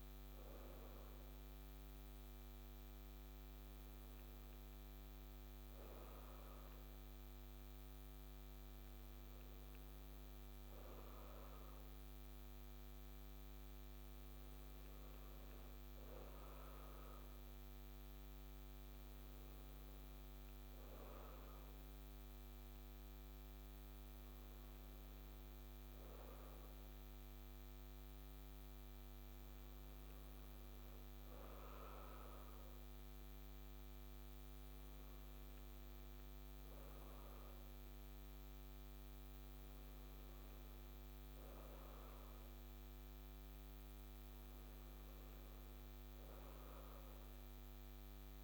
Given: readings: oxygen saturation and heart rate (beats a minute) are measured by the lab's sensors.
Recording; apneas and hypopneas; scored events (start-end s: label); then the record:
breathing in sleep, hard to hear, by a microphone on the trachea; none
none scored
From the record:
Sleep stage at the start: N2 (light sleep); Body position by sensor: on the right side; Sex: female